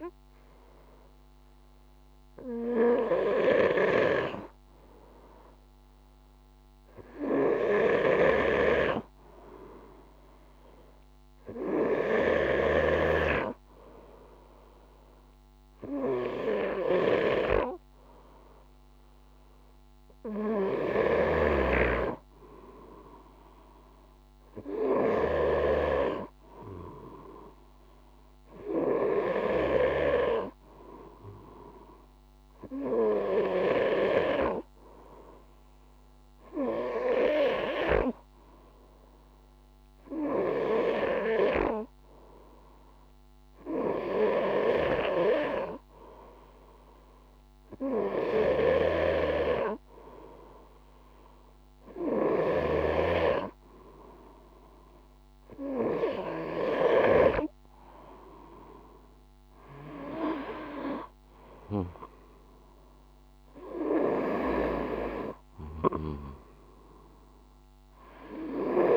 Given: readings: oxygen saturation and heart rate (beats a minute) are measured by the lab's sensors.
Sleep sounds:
breathing in sleep by a microphone on the trachea; none
2.50-11.50 s: snoring (device-marked)
20.00-29.00 s: snoring (device-marked)
47.50-56.50 s: snoring (device-marked)
From the record:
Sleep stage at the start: N2 (light sleep); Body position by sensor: on the front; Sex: male

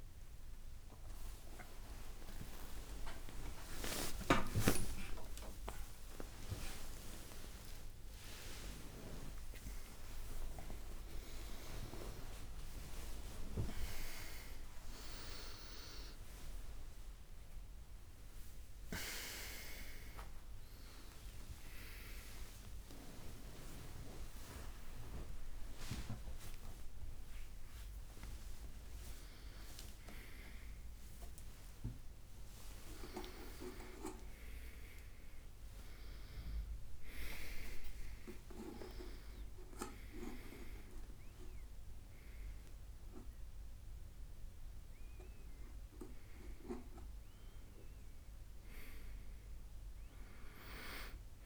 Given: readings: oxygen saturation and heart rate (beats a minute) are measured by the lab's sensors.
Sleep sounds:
a person awake in a sleep study, by a room microphone; none
none scored
From the record:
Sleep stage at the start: awake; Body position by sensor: on the right side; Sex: male

